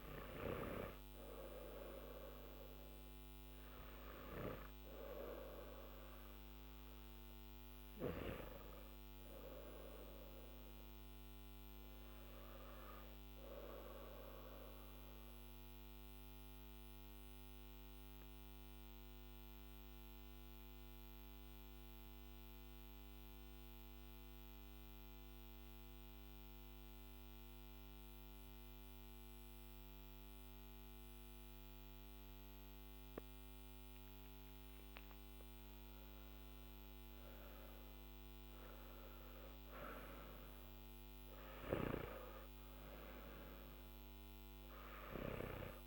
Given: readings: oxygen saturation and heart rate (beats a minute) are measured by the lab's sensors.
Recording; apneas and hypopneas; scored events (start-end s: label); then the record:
breathing in sleep by a microphone on the trachea; 1
2.00-24.00 s: oxygen desaturation (device-marked, oxygen 97% before, 92% lowest, heart rate 50 before, 47 extreme)
15.00-36.50 s: mixed apnea (oxygen 98% before, 89% lowest, heart rate 56 before, 47 extreme, up 16 after)
44.00-45.87 s: oxygen desaturation (device-marked, oxygen 97% before, 94% lowest, heart rate 53 before, 51 extreme)
From the record:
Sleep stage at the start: N3 (deep sleep); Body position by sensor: on the back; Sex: male